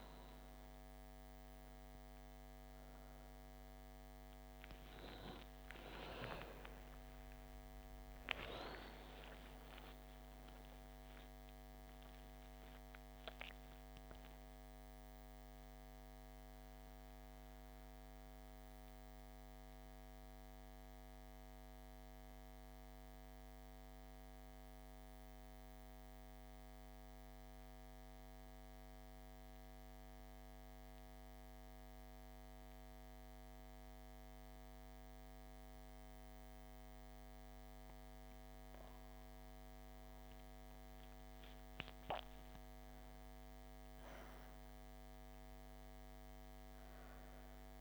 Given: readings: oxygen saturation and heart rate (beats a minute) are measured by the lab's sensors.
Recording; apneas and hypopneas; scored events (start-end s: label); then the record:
a person partly awake in a sleep study, hard to hear, by a microphone on the trachea; 1
16.00-47.81 s: new sleep stage, N2 (light sleep)
16.50-38.50 s: mixed apnea (oxygen 97% before, 93% lowest, heart rate 102 before, 57 extreme, up 13 after)
40.00-44.00 s: arousal
41.00-47.81 s: oxygen desaturation (device-marked, oxygen 98% before, 94% lowest, heart rate 63 before, 61 extreme)
From the record:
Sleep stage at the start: awake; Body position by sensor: on the back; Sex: female